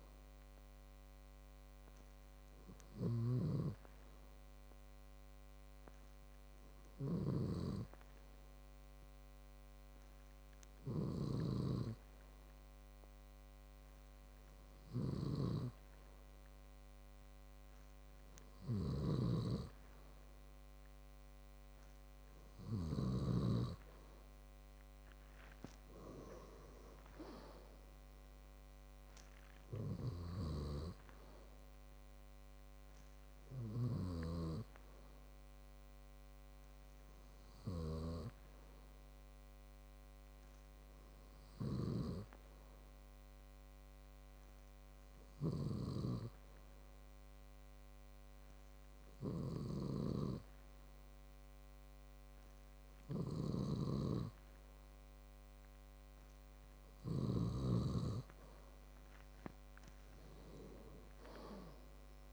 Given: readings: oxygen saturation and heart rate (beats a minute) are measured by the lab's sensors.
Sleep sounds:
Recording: breathing in sleep by a microphone on the trachea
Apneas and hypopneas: none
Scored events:
0.00-24.00 s: snoring (device-marked)
50.50-58.50 s: snoring (device-marked)
From the record:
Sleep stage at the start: N2 (light sleep)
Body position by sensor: on the back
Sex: male

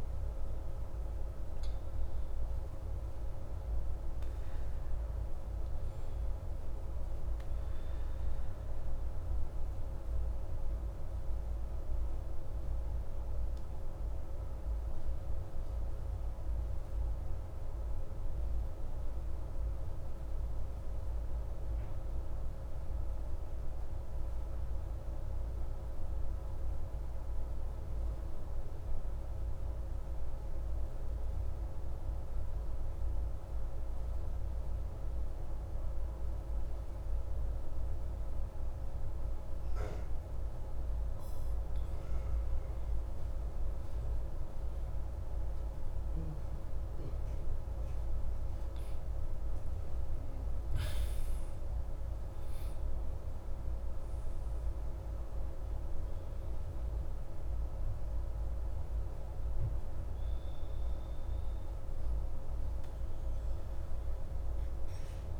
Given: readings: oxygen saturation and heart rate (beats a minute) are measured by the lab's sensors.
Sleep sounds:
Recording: breathing in sleep, hard to hear, by a room microphone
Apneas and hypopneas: 1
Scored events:
0.00-1.00 s: oxygen desaturation (device-marked, oxygen 95% lowest)
8.50-40.00 s: obstructive apnea (oxygen 98% before, 93% lowest)
44.50-50.50 s: arousal
46.00-62.00 s: oxygen desaturation (device-marked, oxygen 96% before, 93% lowest)
From the record:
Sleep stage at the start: N2 (light sleep)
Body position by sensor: on the back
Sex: male

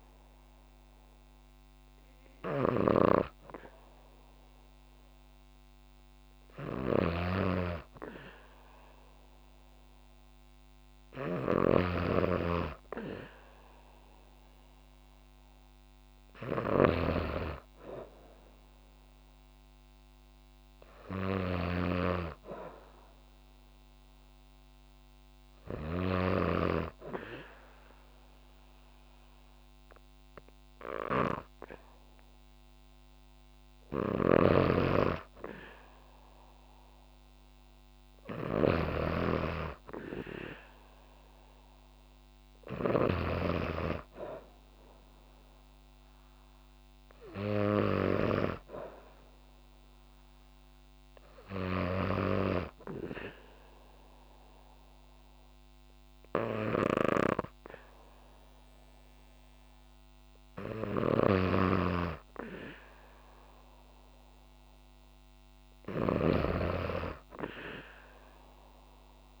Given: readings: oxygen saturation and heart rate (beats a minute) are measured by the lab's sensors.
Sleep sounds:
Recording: breathing in sleep by a microphone on the trachea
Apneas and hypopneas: none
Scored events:
2.00-26.00 s: snoring (device-marked)
33.50-43.00 s: snoring (device-marked)
60.50-69.40 s: snoring (device-marked)
From the record:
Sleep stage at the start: N2 (light sleep)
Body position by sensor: on the back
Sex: female

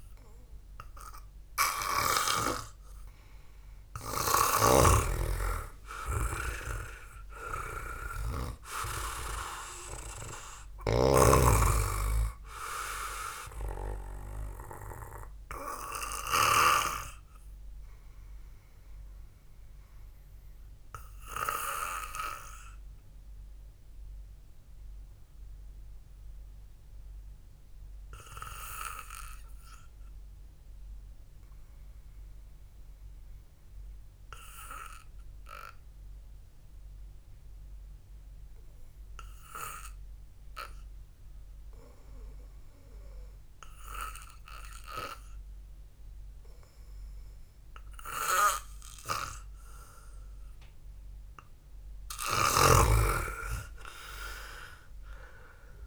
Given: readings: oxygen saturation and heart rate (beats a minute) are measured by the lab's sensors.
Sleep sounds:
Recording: breathing in sleep by a room microphone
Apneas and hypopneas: 1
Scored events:
0.50-20.50 s: oxygen desaturation (device-marked, oxygen 98% before, 92% lowest, heart rate 64 before, 56 extreme)
5.00-11.50 s: snoring (device-marked)
19.50-42.00 s: obstructive apnea (oxygen 98% before, 92% lowest, heart rate 59 before, 53 extreme, up 1 after)
49.50-53.00 s: snoring (device-marked)
53.00-55.87 s: arousal
From the record:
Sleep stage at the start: N2 (light sleep)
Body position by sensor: on the back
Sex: male

